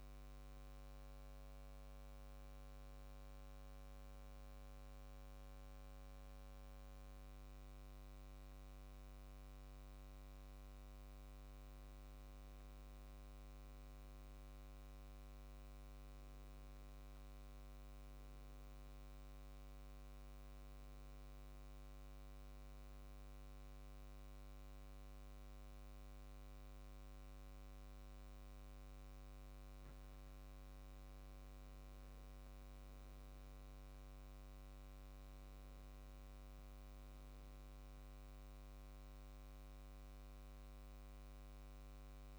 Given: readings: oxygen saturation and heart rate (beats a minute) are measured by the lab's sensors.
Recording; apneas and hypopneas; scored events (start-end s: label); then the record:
breathing in sleep, hard to hear, by a microphone on the trachea; 1
4.50-14.50 s: central apnea (oxygen 98% before, 93% lowest, heart rate 72 before, 68 extreme, up 6 after)
16.00-20.00 s: arousal
From the record:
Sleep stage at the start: N2 (light sleep); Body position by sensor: on the back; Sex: male